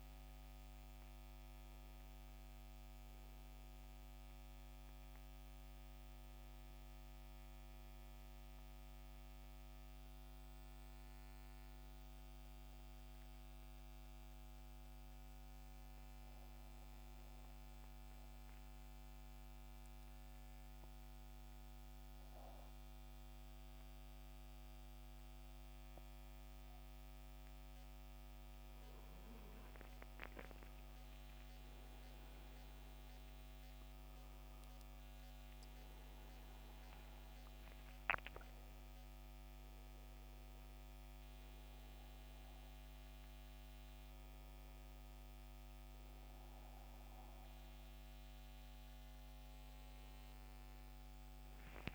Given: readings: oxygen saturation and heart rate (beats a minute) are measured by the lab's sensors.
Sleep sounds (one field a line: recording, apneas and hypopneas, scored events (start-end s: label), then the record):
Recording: breathing in sleep, hard to hear, by a microphone on the trachea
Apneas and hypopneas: 1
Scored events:
6.00-20.00 s: oxygen desaturation (device-marked, oxygen 91% before, 87% lowest, heart rate 77 before, 64 extreme)
11.50-27.50 s: mixed apnea (oxygen 91% before, 87% lowest, heart rate 77 before, 64 extreme, up 14 after)
32.00-36.50 s: arousal
39.00-51.94 s: oxygen desaturation (device-marked, oxygen 95% before, 89% lowest, heart rate 69 before, 67 extreme)
From the record:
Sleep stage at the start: N2 (light sleep)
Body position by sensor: on the back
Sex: male